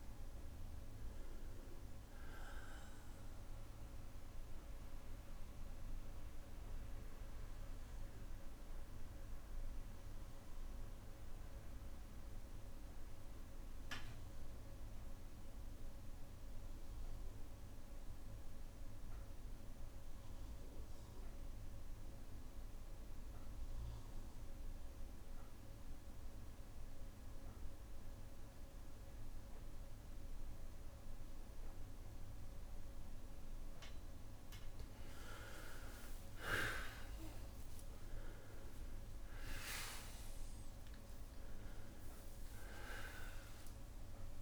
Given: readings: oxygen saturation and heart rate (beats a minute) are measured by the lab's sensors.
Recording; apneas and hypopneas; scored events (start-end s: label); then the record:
breathing in sleep by a room microphone; 1
0.00-17.50 s: oxygen desaturation (device-marked, oxygen 89% lowest, heart rate 56 extreme)
5.00-33.00 s: obstructive apnea (oxygen 99% before, 89% lowest, heart rate 68 before, 59 extreme)
11.50-13.50 s: bradycardia (device-marked, heart rate 67 before, 60 extreme)
34.50-42.50 s: tachycardia (device-marked, heart rate 67 before, 130 extreme)
35.50-44.42 s: oxygen desaturation (device-marked, oxygen 99% before, 92% lowest, heart rate 61 before, 59 extreme)
36.00-40.00 s: arousal
38.00-40.00 s: long interval between heartbeats (device-marked, heart rate 64 before, 109 extreme)
From the record:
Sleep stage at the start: N2 (light sleep); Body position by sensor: on the back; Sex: male